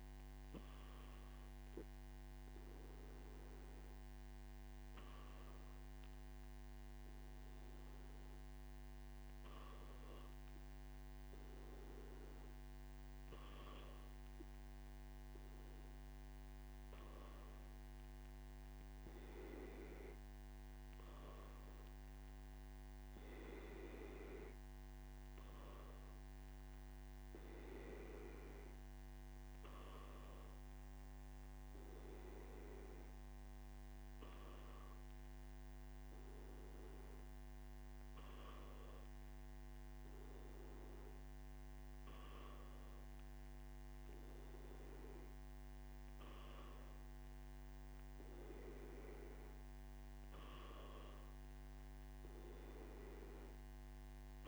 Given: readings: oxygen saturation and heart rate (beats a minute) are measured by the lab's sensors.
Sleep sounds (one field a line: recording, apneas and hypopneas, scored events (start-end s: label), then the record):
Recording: breathing in sleep by a microphone on the trachea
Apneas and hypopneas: none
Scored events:
none scored
From the record:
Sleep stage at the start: N1 (lightest sleep)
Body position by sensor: on the back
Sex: male